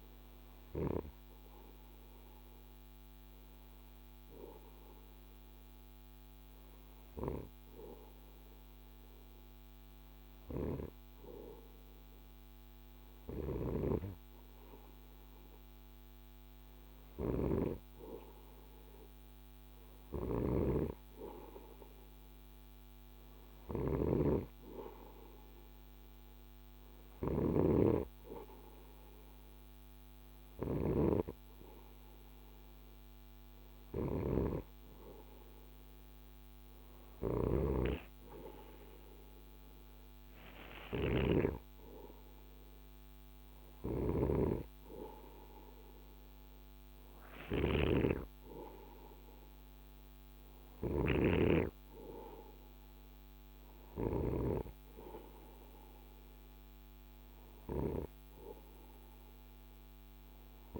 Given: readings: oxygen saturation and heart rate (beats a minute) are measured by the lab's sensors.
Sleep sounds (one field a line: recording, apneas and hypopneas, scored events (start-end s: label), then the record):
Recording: breathing in sleep by a microphone on the trachea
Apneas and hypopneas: none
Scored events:
23.00-27.00 s: snoring (device-marked)
33.00-53.50 s: snoring (device-marked)
From the record:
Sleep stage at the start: REM sleep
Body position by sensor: on the right side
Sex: male